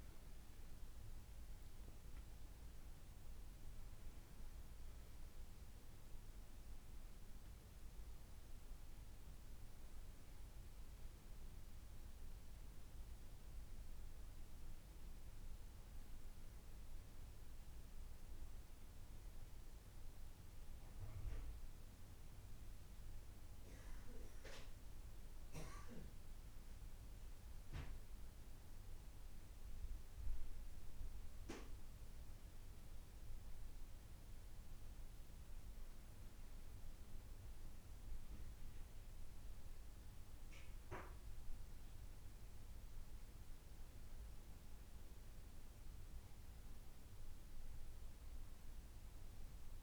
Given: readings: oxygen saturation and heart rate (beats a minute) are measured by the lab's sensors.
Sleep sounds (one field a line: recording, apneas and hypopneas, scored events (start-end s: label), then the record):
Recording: breathing in sleep, hard to hear, by a room microphone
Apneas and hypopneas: none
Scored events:
none scored
From the record:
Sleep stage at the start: N2 (light sleep)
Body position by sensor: on the back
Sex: female